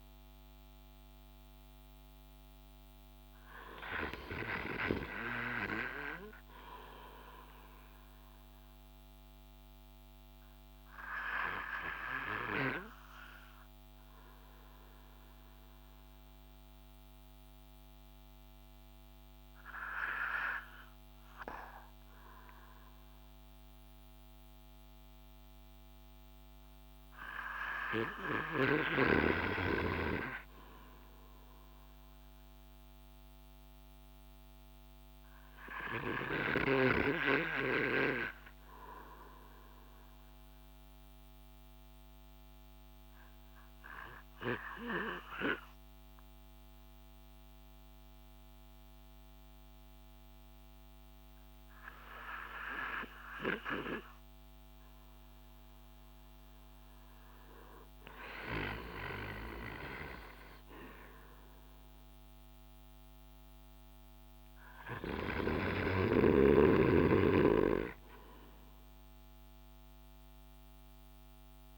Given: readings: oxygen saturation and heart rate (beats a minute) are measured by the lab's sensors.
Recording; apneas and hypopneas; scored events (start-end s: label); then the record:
breathing in sleep by a microphone on the trachea; 2
9.00-26.00 s: obstructive apnea (oxygen 97% before, 93% lowest)
28.00-33.00 s: arousal
41.00-55.50 s: obstructive apnea (oxygen 96% before, 92% lowest)
57.50-61.50 s: arousal
From the record:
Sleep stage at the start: N2 (light sleep); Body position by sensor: on the back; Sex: male